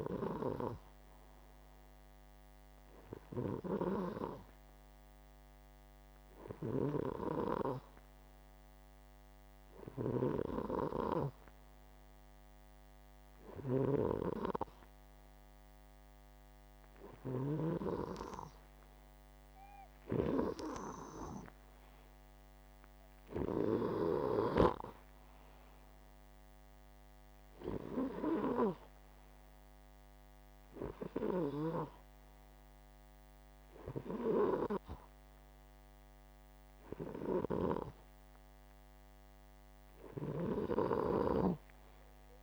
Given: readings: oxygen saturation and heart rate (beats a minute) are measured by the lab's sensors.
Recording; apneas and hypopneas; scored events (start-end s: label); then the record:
breathing in sleep by a microphone on the trachea; none
25.00-32.00 s: oxygen desaturation (device-marked, oxygen 94% before, 90% lowest, heart rate 66 before, 62 extreme)
40.50-42.43 s: snoring (device-marked)
From the record:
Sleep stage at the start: N2 (light sleep); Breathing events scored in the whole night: 218 in 4.9 hours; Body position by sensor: upright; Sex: male